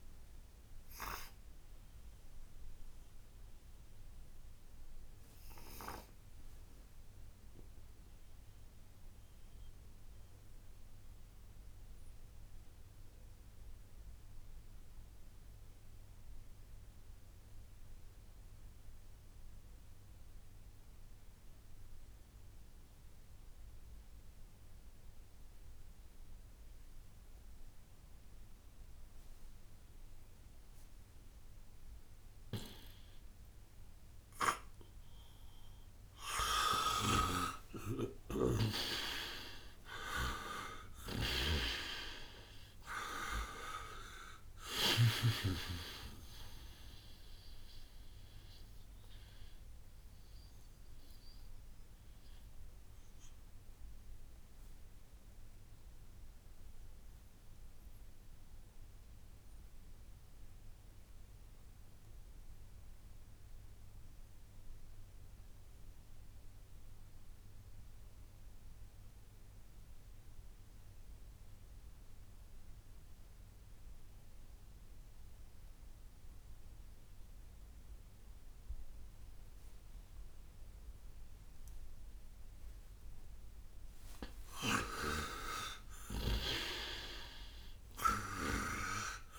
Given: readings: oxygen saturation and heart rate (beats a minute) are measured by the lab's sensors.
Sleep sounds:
breathing in sleep by a room microphone; 2
0.00-20.00 s: oxygen desaturation (device-marked, oxygen 80% lowest, heart rate 56 extreme)
1.50-34.50 s: obstructive apnea (oxygen 99% before, 80% lowest, heart rate 67 before, 56 extreme, up 22 after)
32.00-72.00 s: oxygen desaturation (device-marked, oxygen 98% before, 82% lowest, heart rate 58 before, 57 extreme)
37.00-42.00 s: arousal
37.00-45.00 s: snoring (device-marked)
47.50-83.50 s: mixed apnea (oxygen 98% before, 82% lowest, heart rate 67 before, 57 extreme, up 18 after)
82.00-89.38 s: oxygen desaturation (device-marked, oxygen 99% before, 83% lowest, heart rate 60 before, 56 extreme)
84.50-89.38 s: snoring (device-marked)
85.00-88.00 s: arousal
From the record:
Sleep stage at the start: N2 (light sleep); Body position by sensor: on the right side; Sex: male

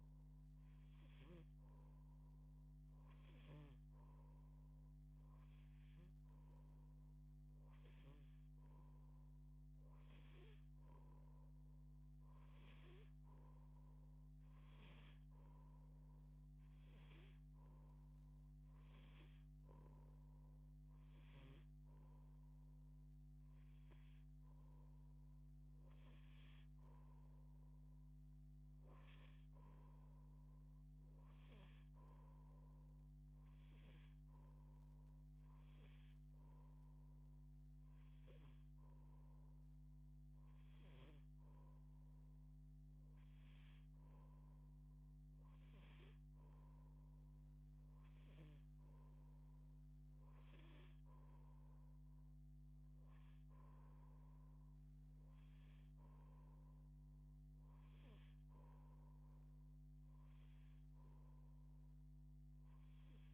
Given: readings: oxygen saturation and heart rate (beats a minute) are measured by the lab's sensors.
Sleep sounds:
breathing in sleep, hard to hear, by a microphone on the trachea; none
none scored
From the record:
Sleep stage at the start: N2 (light sleep); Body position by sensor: on the back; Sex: female

